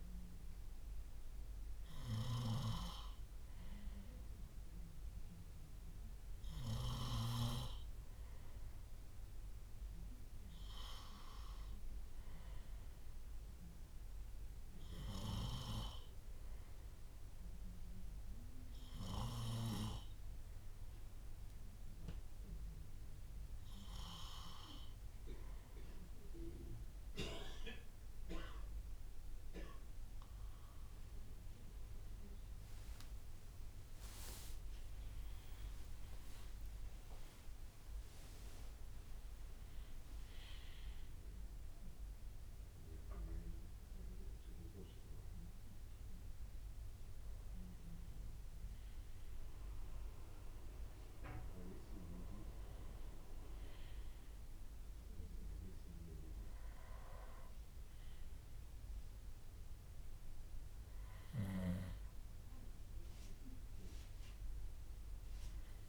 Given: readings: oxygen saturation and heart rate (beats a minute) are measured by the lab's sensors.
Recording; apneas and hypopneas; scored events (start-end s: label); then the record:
a person awake in a sleep study, by a room microphone; none
19.00-21.00 s: bradycardia (device-marked, heart rate 72 before, 60 extreme)
58.00-65.89 s: bradycardia (device-marked, heart rate 72 before, 57 extreme)
From the record:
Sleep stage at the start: awake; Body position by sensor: on the back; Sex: male